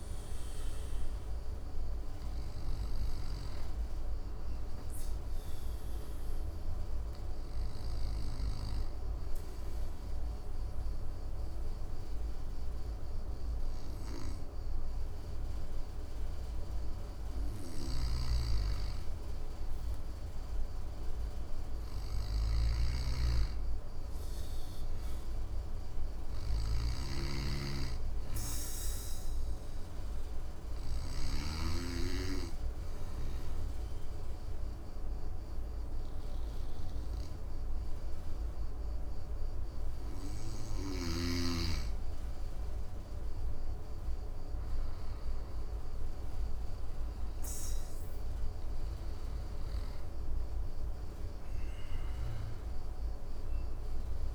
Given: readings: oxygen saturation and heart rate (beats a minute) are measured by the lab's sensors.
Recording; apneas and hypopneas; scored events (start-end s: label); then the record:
breathing in sleep by a room microphone; 2
4.00-15.50 s: obstructive apnea (oxygen 100% before, 95% lowest, heart rate 56 before, 56 extreme, up 3 after)
17.00-31.00 s: snoring (device-marked)
18.50-22.50 s: arousal
29.00-41.00 s: obstructive apnea (oxygen 98% before, 95% lowest, heart rate 58 before, 58 extreme, up 3 after)
47.00-51.50 s: arousal
From the record:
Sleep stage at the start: N2 (light sleep); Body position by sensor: on the back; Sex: male